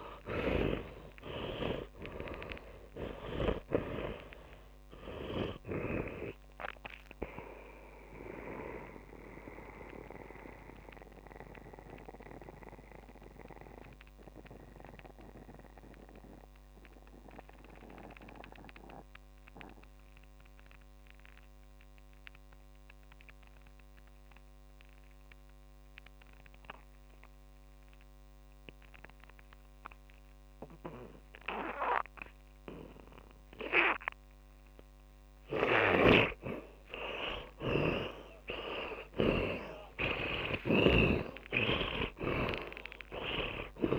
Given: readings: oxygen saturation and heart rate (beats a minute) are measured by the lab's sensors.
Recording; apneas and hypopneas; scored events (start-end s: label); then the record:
breathing in sleep by a microphone on the trachea; 1
0.00-5.50 s: arousal
0.00-6.00 s: snoring (device-marked)
0.00-26.50 s: oxygen desaturation (device-marked, oxygen 69% lowest)
8.50-35.50 s: mixed apnea (oxygen 90% before, 69% lowest)
32.50-43.99 s: oxygen desaturation (device-marked, oxygen 100% before, 72% lowest)
36.00-40.00 s: snoring (device-marked)
38.00-43.50 s: arousal
42.00-43.99 s: snoring (device-marked)
From the record:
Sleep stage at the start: N2 (light sleep); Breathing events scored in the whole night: 322 in 4.2 hours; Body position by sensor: on the back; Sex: male